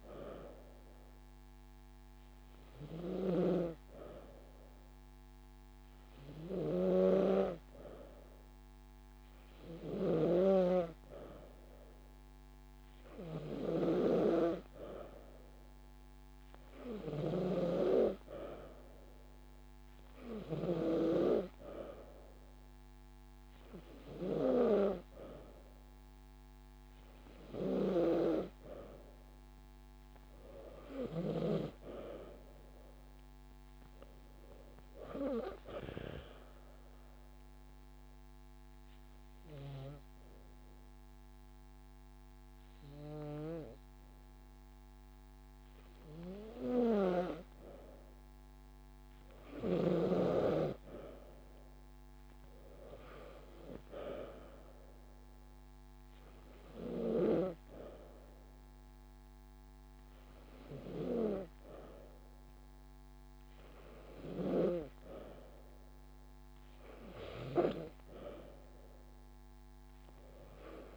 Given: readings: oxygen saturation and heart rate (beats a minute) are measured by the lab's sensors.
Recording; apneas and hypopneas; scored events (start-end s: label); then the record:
breathing in sleep by a microphone on the trachea; 1
36.50-48.00 s: obstructive apnea (oxygen 94% before, 93% lowest)
51.50-53.50 s: long interval between heartbeats (device-marked)
52.00-56.00 s: arousal
54.00-60.00 s: drop in pulse transit time (device-marked)
63.00-65.00 s: long interval between heartbeats (device-marked)
From the record:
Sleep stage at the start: N2 (light sleep); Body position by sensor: on the back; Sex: female